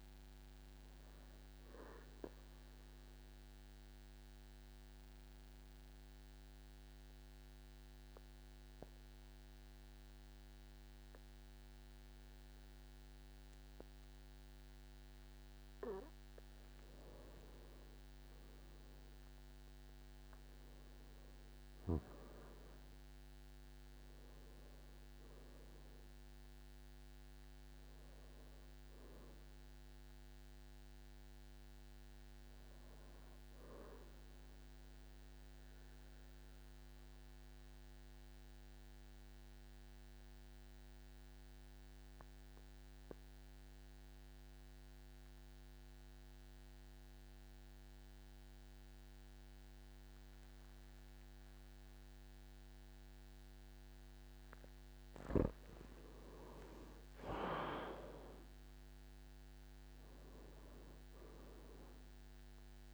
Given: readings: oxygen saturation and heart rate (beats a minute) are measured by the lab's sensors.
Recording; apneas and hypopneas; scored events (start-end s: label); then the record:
breathing in sleep by a microphone on the trachea; 2
1.00-16.00 s: obstructive apnea (oxygen 98% before, 91% lowest, heart rate 53 before, 50 extreme, up 15 after)
18.50-22.00 s: arousal
21.50-43.50 s: oxygen desaturation (device-marked, oxygen 96% before, 92% lowest, heart rate 53 before, 50 extreme)
36.00-55.50 s: mixed apnea (oxygen 98% before, 91% lowest, heart rate 60 before, 51 extreme, up 16 after)
56.50-62.94 s: oxygen desaturation (device-marked, oxygen 99% before, 91% lowest, heart rate 52 before, 49 extreme)
58.00-61.50 s: arousal
From the record:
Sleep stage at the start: N2 (light sleep); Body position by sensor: on the back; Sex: male